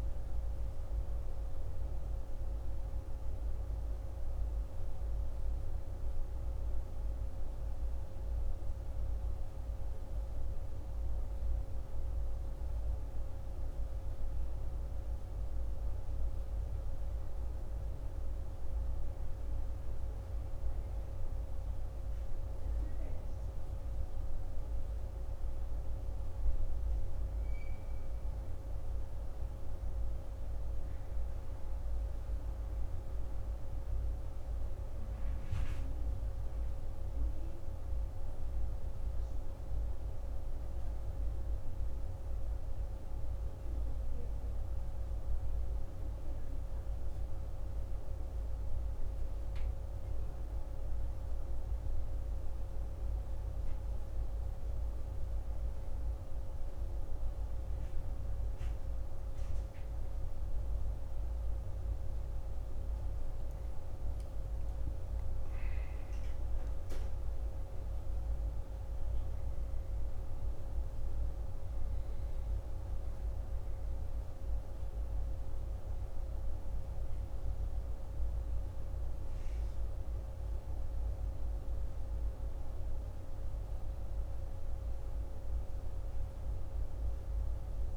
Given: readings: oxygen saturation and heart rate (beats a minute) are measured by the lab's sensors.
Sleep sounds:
breathing in sleep, hard to hear, by a room microphone; none
none scored
From the record:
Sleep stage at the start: N1 (lightest sleep); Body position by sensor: on the back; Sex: male

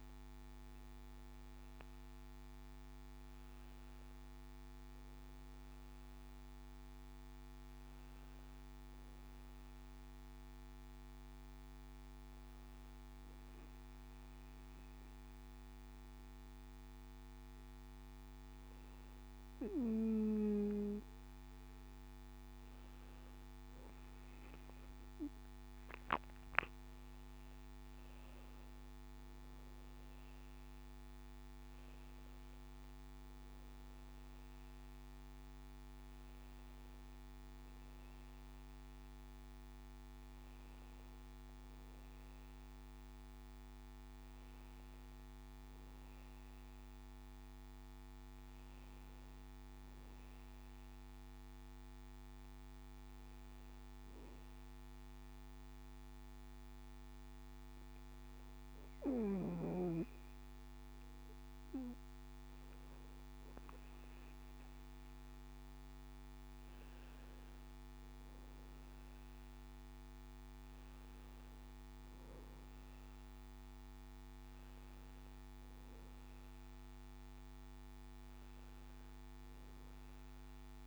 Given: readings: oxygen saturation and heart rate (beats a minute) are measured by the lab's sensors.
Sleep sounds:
breathing in sleep, hard to hear, by a microphone on the trachea; 2
1.50-6.50 s: arousal
10.00-22.00 s: hypopnea (oxygen 96% before, 94% lowest, heart rate 71 before, 65 extreme, up 6 after)
24.50-29.00 s: arousal
54.50-67.00 s: hypopnea (oxygen 96% before, 95% lowest, heart rate 71 before, 63 extreme, up 8 after)
61.00-80.87 s: new sleep stage, N1 (lightest sleep)
69.50-74.00 s: arousal
From the record:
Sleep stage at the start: N2 (light sleep); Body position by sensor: on the back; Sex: male

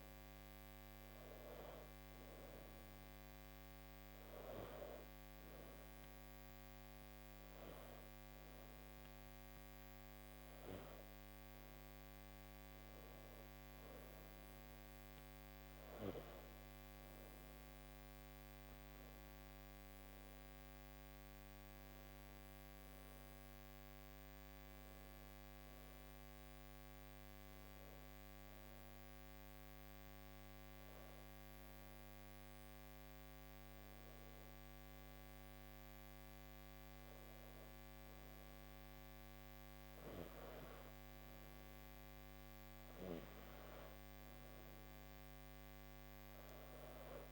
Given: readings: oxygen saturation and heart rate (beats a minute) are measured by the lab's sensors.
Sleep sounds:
breathing in sleep, hard to hear, by a microphone on the trachea; 1
2.50-13.50 s: hypopnea (oxygen 97% before, 93% lowest, heart rate 78 before, 77 extreme, up 2 after)
15.50-18.50 s: arousal
From the record:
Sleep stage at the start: N2 (light sleep); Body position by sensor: on the back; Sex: female

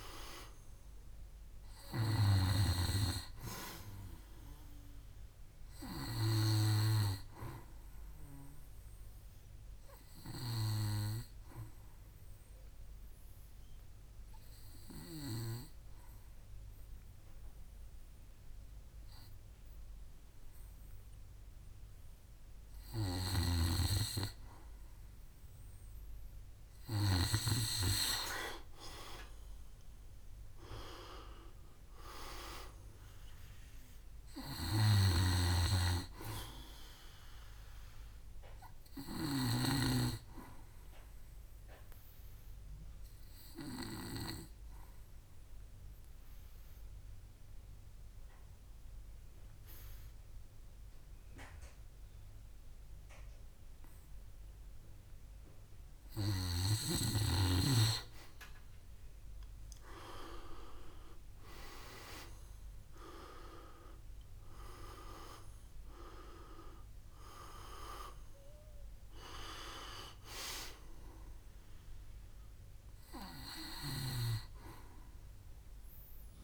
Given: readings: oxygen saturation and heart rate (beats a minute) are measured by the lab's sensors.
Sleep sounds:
breathing in sleep by a room microphone; 2
5.50-25.50 s: oxygen desaturation (device-marked, oxygen 98% before, 92% lowest, heart rate 65 before, 61 extreme)
9.50-23.00 s: obstructive apnea (oxygen 98% before, 90% lowest, heart rate 65 before, 61 extreme, up 5 after)
27.50-56.50 s: oxygen desaturation (device-marked, oxygen 98% before, 92% lowest, heart rate 62 before, 61 extreme)
28.50-31.50 s: arousal
41.00-57.00 s: obstructive apnea (oxygen 98% before, 90% lowest, heart rate 64 before, 61 extreme, up 6 after)
60.00-65.00 s: arousal
68.50-76.44 s: oxygen desaturation (device-marked, oxygen 97% before, 90% lowest, heart rate 65 before, 59 extreme)
From the record:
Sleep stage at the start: N2 (light sleep); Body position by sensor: on the back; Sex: male

